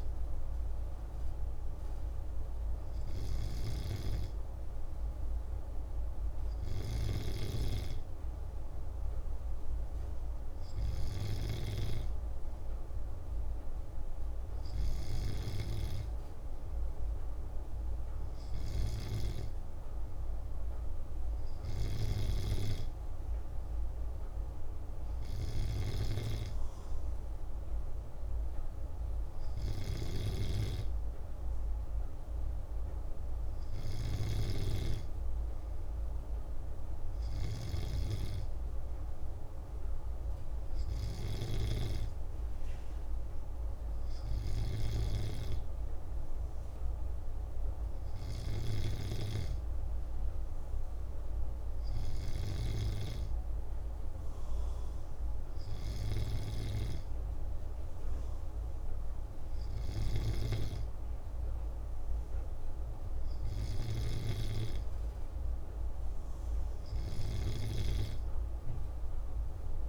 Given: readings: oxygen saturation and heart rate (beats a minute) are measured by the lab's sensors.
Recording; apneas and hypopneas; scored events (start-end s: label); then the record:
breathing in sleep by a room microphone; none
none scored
From the record:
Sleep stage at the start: N2 (light sleep); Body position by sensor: on the back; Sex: male